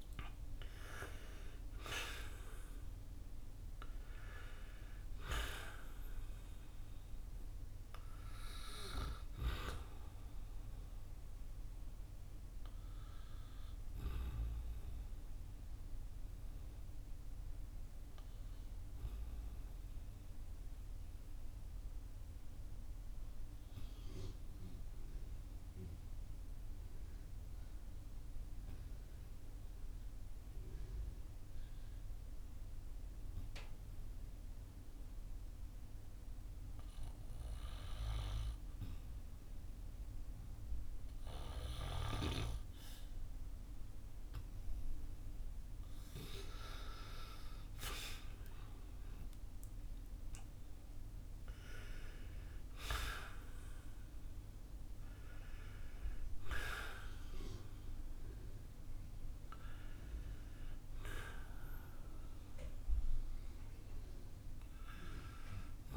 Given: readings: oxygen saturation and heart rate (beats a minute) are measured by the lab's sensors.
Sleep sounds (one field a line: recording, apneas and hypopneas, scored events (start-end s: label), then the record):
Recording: breathing in sleep by a room microphone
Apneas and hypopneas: 1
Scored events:
0.00-2.00 s: arousal
0.00-31.50 s: oxygen desaturation (device-marked, oxygen 89% lowest, heart rate 41 extreme)
14.00-45.50 s: obstructive apnea (oxygen 97% before, 89% lowest, heart rate 57 before, 41 extreme, up 7 after)
46.50-65.97 s: oxygen desaturation (device-marked, oxygen 97% before, 90% lowest, heart rate 53 before, 47 extreme)
47.50-52.00 s: arousal
From the record:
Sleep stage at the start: N2 (light sleep)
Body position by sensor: on the back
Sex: male